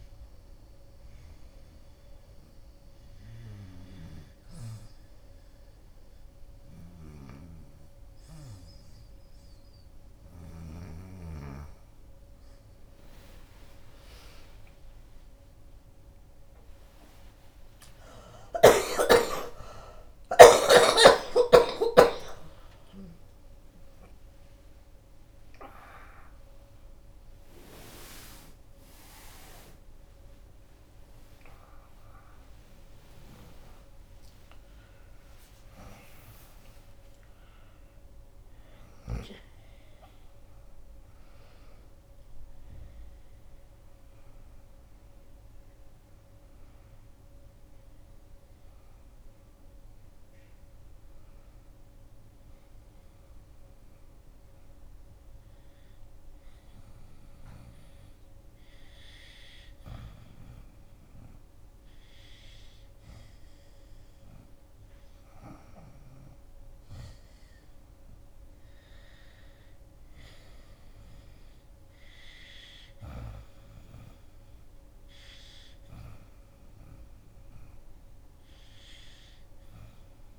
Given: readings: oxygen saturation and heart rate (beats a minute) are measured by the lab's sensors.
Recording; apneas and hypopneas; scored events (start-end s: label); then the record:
breathing in sleep by a room microphone; 2
0.00-2.00 s: oxygen desaturation (device-marked, oxygen 87% lowest, heart rate 73 extreme)
2.00-12.50 s: obstructive apnea (oxygen 93% before, 86% lowest, heart rate 76 before, 73 extreme, up 15 after)
8.00-15.00 s: oxygen desaturation (device-marked, oxygen 92% before, 89% lowest, heart rate 77 before, 73 extreme)
15.50-22.00 s: arousal
17.00-24.00 s: oxygen desaturation (device-marked, oxygen 91% before, 88% lowest, heart rate 76 before, 85 extreme)
21.00-23.00 s: long interval between heartbeats (device-marked, heart rate 78 before, 98 extreme)
23.00-37.00 s: drop in pulse transit time (device-marked, heart rate 81 before, 96 extreme)
26.00-46.00 s: oxygen desaturation (device-marked, oxygen 91% before, 86% lowest, heart rate 84 before, 78 extreme)
36.00-38.00 s: long interval between heartbeats (device-marked, heart rate 96 before, 105 extreme)
49.50-53.50 s: arousal
54.50-65.50 s: obstructive apnea (oxygen 98% before, 84% lowest, heart rate 91 before, 78 extreme, up 2 after)
59.00-80.39 s: new sleep stage, N2 (light sleep)
62.00-80.39 s: oxygen desaturation (device-marked, oxygen 95% before, 87% lowest, heart rate 83 before, 73 extreme)
67.00-71.00 s: arousal
From the record:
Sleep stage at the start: N1 (lightest sleep); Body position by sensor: on the back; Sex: female